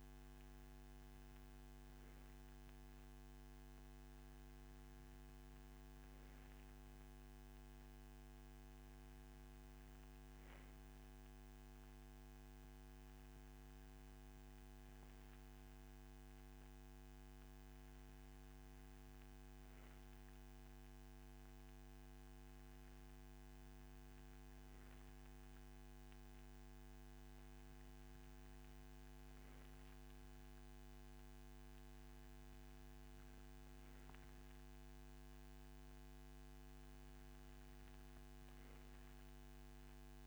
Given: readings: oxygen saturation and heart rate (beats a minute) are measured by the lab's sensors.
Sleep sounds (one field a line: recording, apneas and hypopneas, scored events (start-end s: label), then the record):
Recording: breathing in sleep, hard to hear, by a microphone on the trachea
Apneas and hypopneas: none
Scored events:
none scored
From the record:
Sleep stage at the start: N3 (deep sleep)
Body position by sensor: on the right side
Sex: male